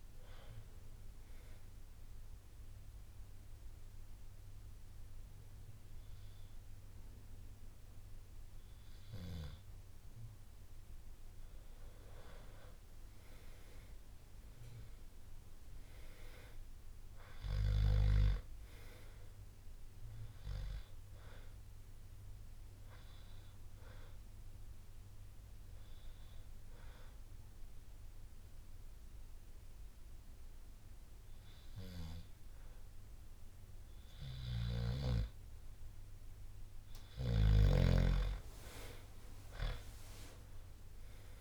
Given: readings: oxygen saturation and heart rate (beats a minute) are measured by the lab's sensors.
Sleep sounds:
breathing in sleep by a room microphone; 2
1.50-11.50 s: hypopnea (oxygen 97% before, 92% lowest, heart rate 68 before, 61 extreme, up 5 after)
14.00-18.00 s: arousal
14.50-34.50 s: oxygen desaturation (device-marked, oxygen 97% before, 92% lowest, heart rate 67 before, 60 extreme)
14.50-41.41 s: new sleep stage, N2 (light sleep)
26.50-36.50 s: obstructive apnea (oxygen 97% before, 92% lowest, heart rate 64 before, 60 extreme, up 8 after)
31.50-41.41 s: drop in pulse transit time (device-marked, heart rate 64 before, 66 extreme)
40.00-41.41 s: arousal
From the record:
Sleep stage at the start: N1 (lightest sleep); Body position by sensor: on the back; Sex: male

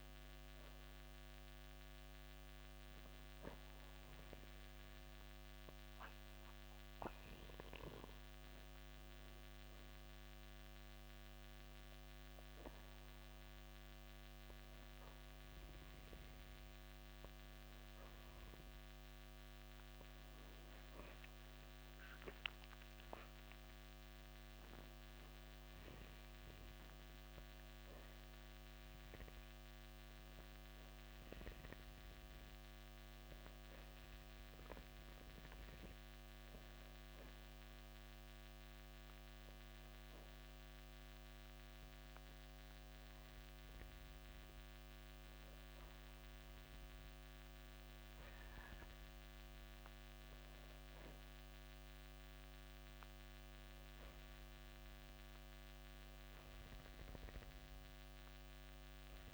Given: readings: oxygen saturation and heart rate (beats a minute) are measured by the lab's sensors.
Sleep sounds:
breathing in sleep, hard to hear, by a microphone on the trachea; none
none scored
From the record:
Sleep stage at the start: N2 (light sleep); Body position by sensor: on the back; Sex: male

